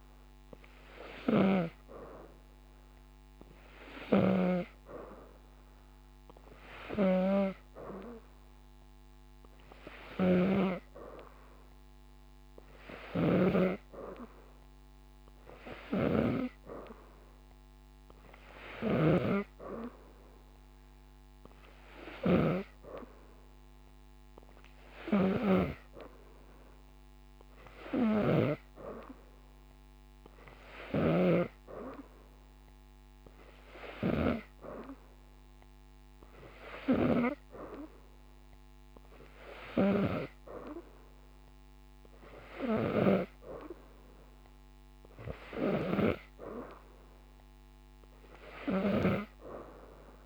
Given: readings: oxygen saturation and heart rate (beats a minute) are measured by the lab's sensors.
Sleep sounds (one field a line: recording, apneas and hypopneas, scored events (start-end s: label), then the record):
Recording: breathing in sleep by a microphone on the trachea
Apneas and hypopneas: none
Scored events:
4.00-19.00 s: snoring (device-marked)
From the record:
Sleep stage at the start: N2 (light sleep)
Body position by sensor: upright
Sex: female